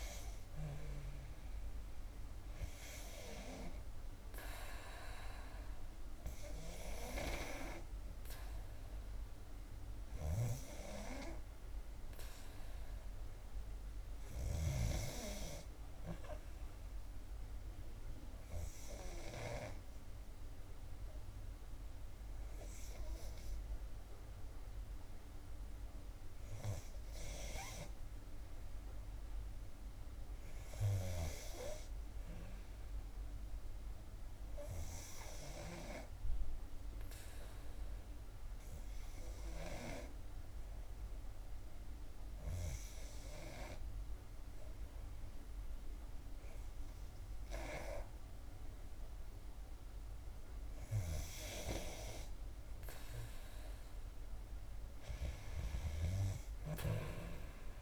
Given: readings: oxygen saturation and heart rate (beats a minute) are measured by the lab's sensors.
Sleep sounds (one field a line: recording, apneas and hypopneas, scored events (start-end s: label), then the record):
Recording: breathing in sleep by a room microphone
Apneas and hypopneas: 1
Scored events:
0.00-1.00 s: arousal
0.00-26.50 s: oxygen desaturation (device-marked, oxygen 89% lowest, heart rate 58 extreme)
36.00-51.00 s: obstructive apnea (oxygen 93% before, 90% lowest, heart rate 59 before, 58 extreme, up 3 after)
53.50-57.50 s: arousal
From the record:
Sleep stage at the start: N2 (light sleep)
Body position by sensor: on the back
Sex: female